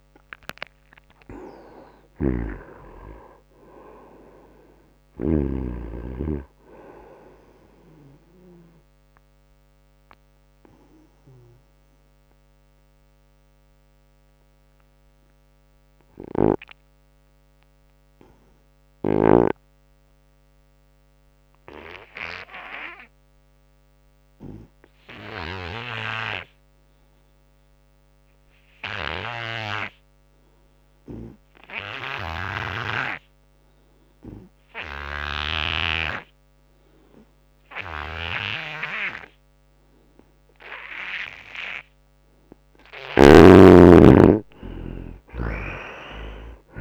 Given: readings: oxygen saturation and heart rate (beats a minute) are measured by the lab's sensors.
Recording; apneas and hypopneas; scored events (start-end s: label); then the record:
breathing in sleep by a microphone on the trachea; 1
0.00-5.50 s: snoring (device-marked)
0.00-15.00 s: oxygen desaturation (device-marked, oxygen 77% lowest, heart rate 76 extreme)
9.00-42.00 s: obstructive apnea (oxygen 96% before, 77% lowest, heart rate 88 before, 72 extreme, up 9 after)
32.00-46.81 s: oxygen desaturation (device-marked, oxygen 97% before, 77% lowest, heart rate 85 before, 67 extreme)
43.00-46.50 s: arousal
45.00-46.81 s: snoring (device-marked)
From the record:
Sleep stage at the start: N2 (light sleep); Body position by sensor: on the right side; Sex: male